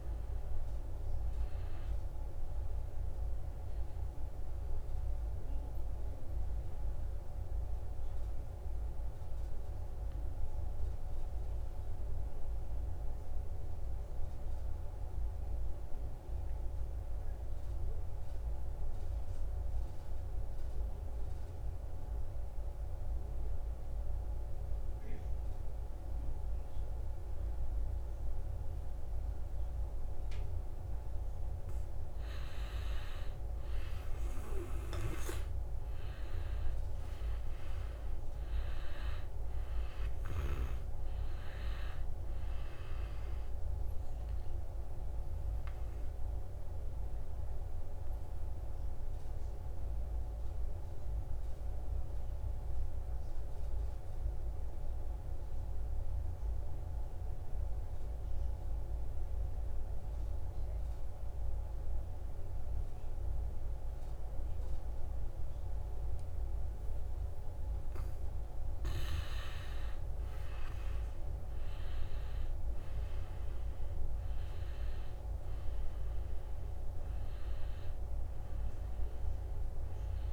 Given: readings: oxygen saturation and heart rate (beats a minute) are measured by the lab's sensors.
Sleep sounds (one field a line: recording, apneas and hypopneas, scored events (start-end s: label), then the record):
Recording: breathing in sleep, hard to hear, by a room microphone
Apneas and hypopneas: 2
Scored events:
0.00-15.00 s: oxygen desaturation (device-marked, oxygen 85% lowest, heart rate 62 extreme)
6.50-31.00 s: obstructive apnea (oxygen 97% before, 86% lowest, heart rate 73 before, 62 extreme, up 8 after)
28.00-56.00 s: oxygen desaturation (device-marked, oxygen 99% before, 86% lowest, heart rate 67 before, 65 extreme)
32.50-36.50 s: arousal
44.00-68.00 s: obstructive apnea (oxygen 99% before, 86% lowest, heart rate 67 before, 65 extreme, up 8 after)
68.00-80.33 s: oxygen desaturation (device-marked, oxygen 97% before, 86% lowest, heart rate 67 before, 66 extreme)
69.00-75.00 s: arousal
From the record:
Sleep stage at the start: N2 (light sleep)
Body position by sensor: on the back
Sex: male